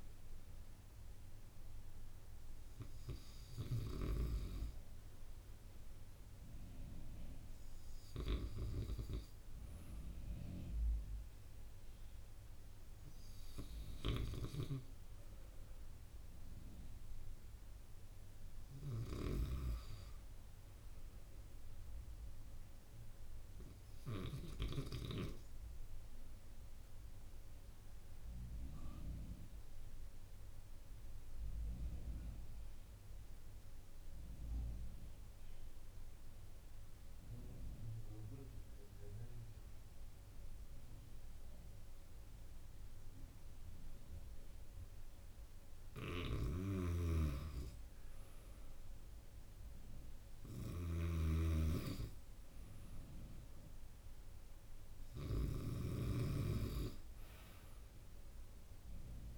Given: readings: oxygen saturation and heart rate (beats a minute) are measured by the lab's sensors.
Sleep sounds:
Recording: breathing in sleep by a room microphone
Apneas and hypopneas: 1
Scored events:
0.00-4.00 s: snoring (device-marked)
14.00-25.00 s: snoring (device-marked)
17.50-21.00 s: arousal
27.00-46.50 s: obstructive apnea (oxygen 97% before, 94% lowest)
46.50-59.37 s: snoring (device-marked)
47.50-51.50 s: arousal
From the record:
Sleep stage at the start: N1 (lightest sleep)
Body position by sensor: on the right side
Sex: male

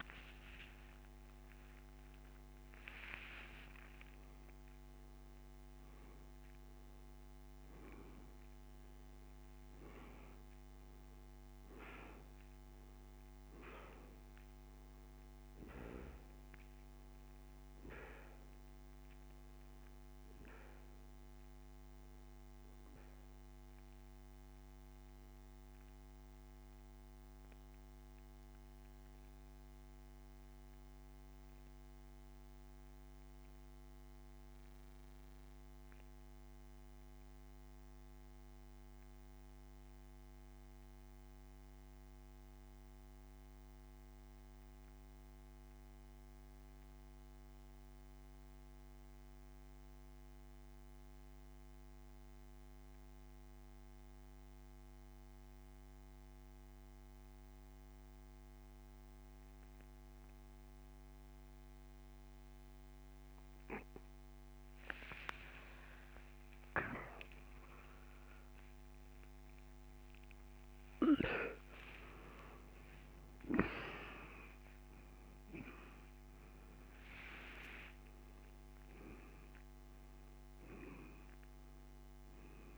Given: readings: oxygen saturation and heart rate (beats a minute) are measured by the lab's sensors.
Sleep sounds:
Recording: breathing in sleep by a microphone on the trachea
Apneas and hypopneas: 1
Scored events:
0.00-2.50 s: arousal
25.00-64.50 s: mixed apnea (oxygen 98% before, 85% lowest)
35.00-56.00 s: oxygen desaturation (device-marked, oxygen 94% before, 88% lowest)
66.00-72.00 s: arousal
70.00-76.00 s: oxygen desaturation (device-marked, oxygen 98% before, 92% lowest)
From the record:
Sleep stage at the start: N2 (light sleep)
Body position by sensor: on the back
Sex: male

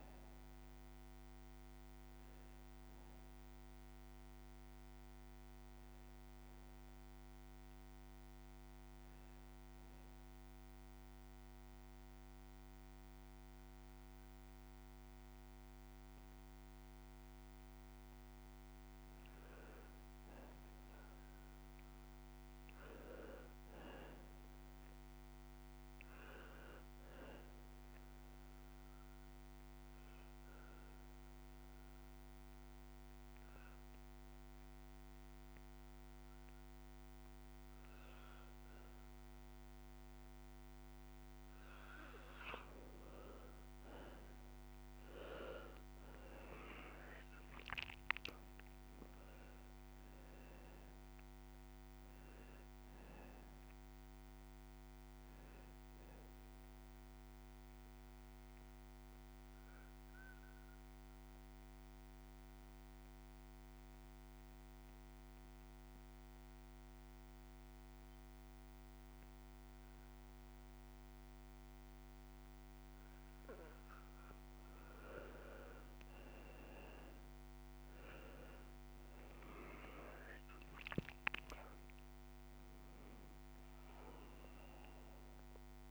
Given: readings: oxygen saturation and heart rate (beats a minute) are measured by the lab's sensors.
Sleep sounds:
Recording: breathing in sleep by a microphone on the trachea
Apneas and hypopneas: 3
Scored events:
0.00-6.50 s: oxygen desaturation (device-marked, oxygen 90% lowest)
8.00-19.00 s: obstructive apnea (oxygen 97% before, 89% lowest)
17.50-35.50 s: oxygen desaturation (device-marked, oxygen 98% before, 91% lowest, heart rate 35 before, 75 extreme)
20.50-25.00 s: arousal
28.50-40.00 s: obstructive apnea (oxygen 98% before, 89% lowest, heart rate 105 before, 75 extreme)
43.00-47.50 s: arousal
44.50-67.50 s: oxygen desaturation (device-marked, oxygen 95% before, 89% lowest, heart rate 103 before, 75 extreme)
56.00-73.00 s: obstructive apnea (oxygen 95% before, 89% lowest, heart rate 124 before, 104 extreme, up 35 after)
75.00-81.00 s: arousal
78.50-85.90 s: oxygen desaturation (device-marked, oxygen 97% before, 89% lowest)
From the record:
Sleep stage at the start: N2 (light sleep)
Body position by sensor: on the right side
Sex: male

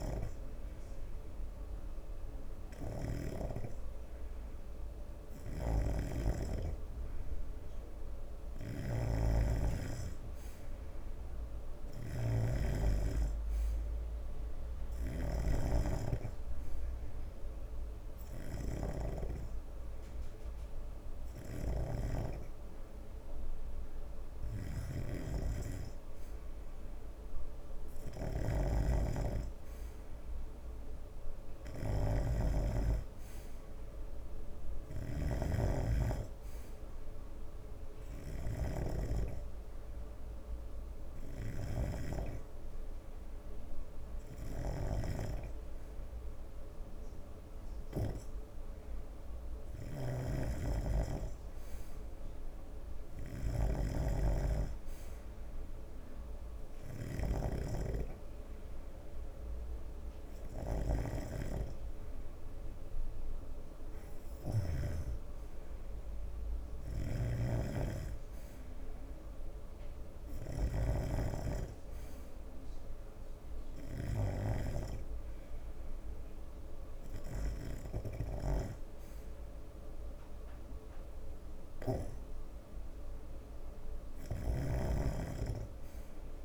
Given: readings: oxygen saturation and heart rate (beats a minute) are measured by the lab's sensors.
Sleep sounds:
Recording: breathing in sleep by a room microphone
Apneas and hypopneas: none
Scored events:
0.00-4.00 s: snoring (device-marked)
6.00-49.00 s: snoring (device-marked)
51.00-65.50 s: snoring (device-marked)
67.50-83.00 s: snoring (device-marked)
79.00-86.45 s: new sleep stage, N2 (light sleep)
85.00-86.45 s: snoring (device-marked)
From the record:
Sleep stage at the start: N3 (deep sleep)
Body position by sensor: on the right side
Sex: male

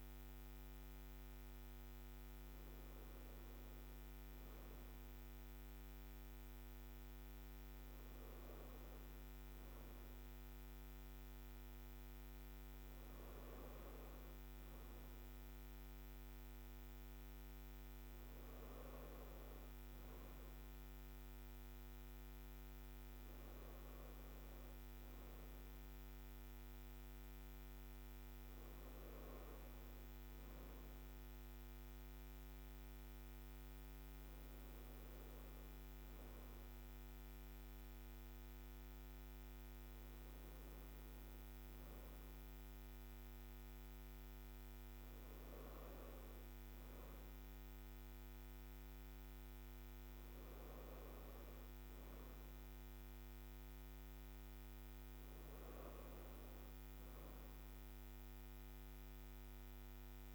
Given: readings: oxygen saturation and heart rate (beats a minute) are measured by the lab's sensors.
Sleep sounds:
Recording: breathing in sleep, hard to hear, by a microphone on the trachea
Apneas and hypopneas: none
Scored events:
none scored
From the record:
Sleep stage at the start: N3 (deep sleep)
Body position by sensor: on the right side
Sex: female

